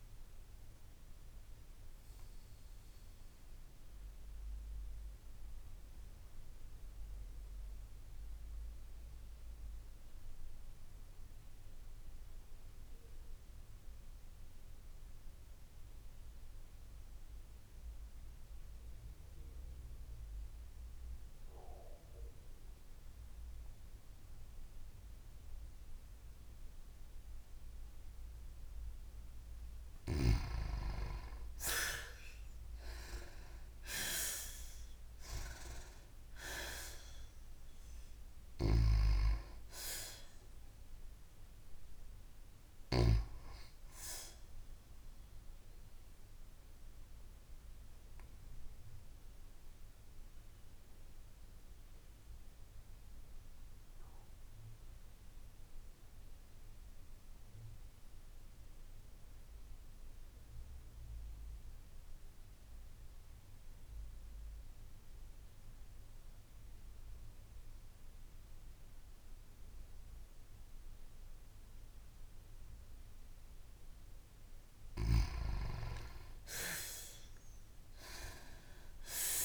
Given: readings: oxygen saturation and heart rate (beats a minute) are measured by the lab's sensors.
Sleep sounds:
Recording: breathing in sleep by a room microphone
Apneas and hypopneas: 2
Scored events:
0.50-28.50 s: obstructive apnea (oxygen 95% before, 81% lowest, heart rate 70 before, 52 extreme, up 16 after)
18.00-35.00 s: oxygen desaturation (device-marked, oxygen 95% before, 86% lowest, heart rate 57 before, 54 extreme)
31.50-35.00 s: arousal
45.50-74.50 s: obstructive apnea (oxygen 97% before, 81% lowest, heart rate 62 before, 53 extreme, up 6 after)
61.00-79.45 s: oxygen desaturation (device-marked, oxygen 94% before, 81% lowest, heart rate 57 before, 53 extreme)
76.50-79.45 s: arousal
From the record:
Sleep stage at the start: N2 (light sleep)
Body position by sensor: on the back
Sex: female

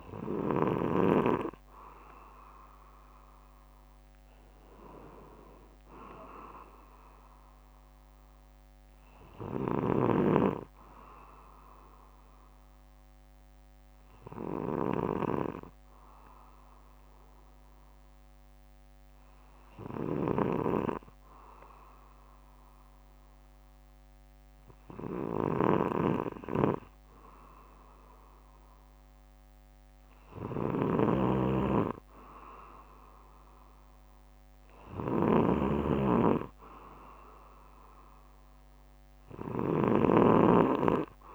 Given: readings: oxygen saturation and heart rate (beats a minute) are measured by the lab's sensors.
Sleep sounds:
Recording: breathing in sleep by a microphone on the trachea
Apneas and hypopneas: 1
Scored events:
0.00-1.00 s: snoring (device-marked)
14.50-27.00 s: hypopnea (oxygen 94% before, 92% lowest, heart rate 68 before, 63 extreme, up 7 after)
25.50-40.00 s: snoring (device-marked)
29.50-33.00 s: arousal
From the record:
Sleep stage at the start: N2 (light sleep)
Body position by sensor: on the back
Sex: male

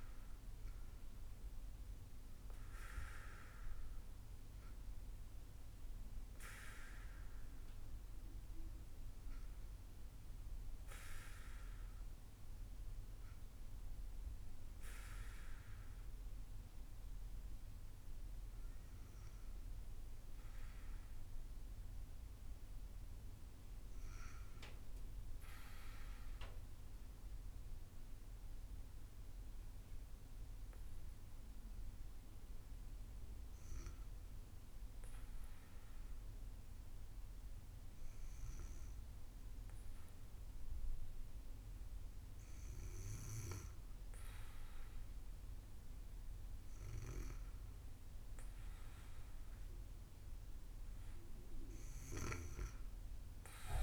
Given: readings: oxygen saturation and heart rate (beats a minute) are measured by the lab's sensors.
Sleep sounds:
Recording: breathing in sleep by a room microphone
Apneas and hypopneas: 1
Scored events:
24.00-43.00 s: hypopnea (oxygen 98% before, 95% lowest, heart rate 111 before, 70 extreme, up 4 after)
44.50-48.50 s: arousal
From the record:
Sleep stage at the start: N2 (light sleep)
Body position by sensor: on the back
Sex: female

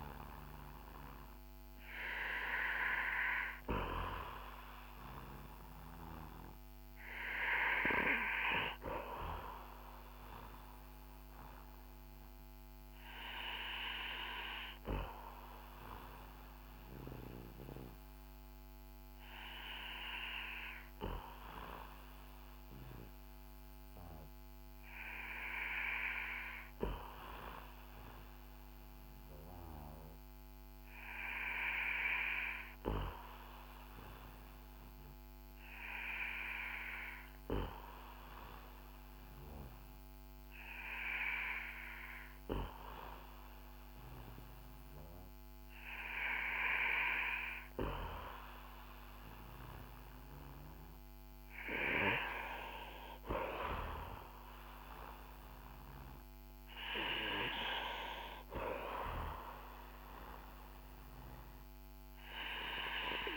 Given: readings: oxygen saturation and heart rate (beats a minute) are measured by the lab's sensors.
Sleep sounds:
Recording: breathing in sleep by a microphone on the trachea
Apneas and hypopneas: 1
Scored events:
0.00-1.50 s: arousal
2.00-27.00 s: oxygen desaturation (device-marked, oxygen 96% before, 90% lowest, heart rate 54 before, 37 extreme)
20.50-47.00 s: hypopnea (oxygen 96% before, 90% lowest, heart rate 56 before, 44 extreme, up 6 after)
52.50-57.50 s: arousal
From the record:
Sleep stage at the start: N2 (light sleep)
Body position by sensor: on the back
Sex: male

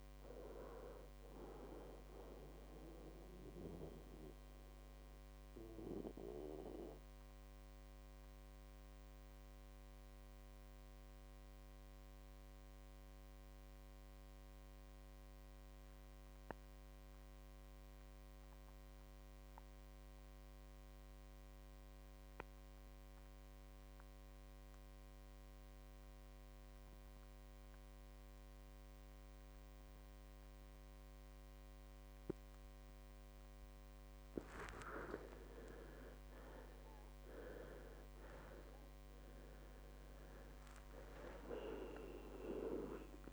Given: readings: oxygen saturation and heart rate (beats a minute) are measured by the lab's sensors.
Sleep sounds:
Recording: breathing in sleep by a microphone on the trachea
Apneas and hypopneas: 1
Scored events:
0.00-11.50 s: oxygen desaturation (device-marked, oxygen 91% lowest, heart rate 54 extreme)
3.50-35.50 s: mixed apnea (oxygen 97% before, 91% lowest, heart rate 73 before, 54 extreme, up 18 after)
4.00-6.00 s: long interval between heartbeats (device-marked, heart rate 73 before, 66 extreme)
30.50-43.33 s: oxygen desaturation (device-marked, oxygen 98% before, 93% lowest, heart rate 58 before, 56 extreme)
37.50-41.00 s: arousal
From the record:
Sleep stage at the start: N2 (light sleep)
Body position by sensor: on the back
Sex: male

